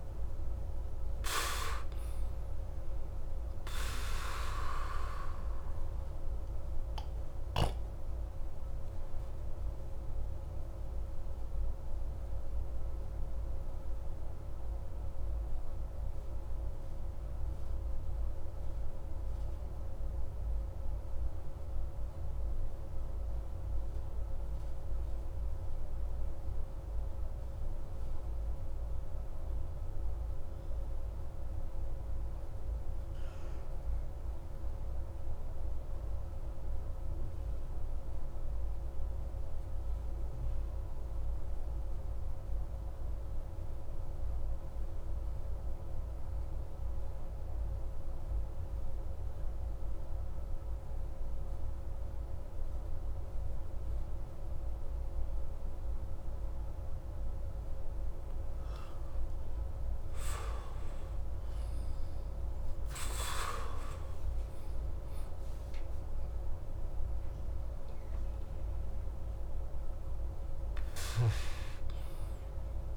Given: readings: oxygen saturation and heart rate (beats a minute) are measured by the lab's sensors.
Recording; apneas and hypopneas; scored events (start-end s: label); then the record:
breathing in sleep by a room microphone; 1
0.00-27.50 s: oxygen desaturation (device-marked, oxygen 83% lowest, heart rate 26 extreme)
6.00-58.00 s: obstructive apnea (oxygen 95% before, 83% lowest)
52.50-72.97 s: oxygen desaturation (device-marked, oxygen 97% before, 88% lowest)
59.50-63.50 s: arousal
From the record:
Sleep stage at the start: N2 (light sleep); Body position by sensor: on the back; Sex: male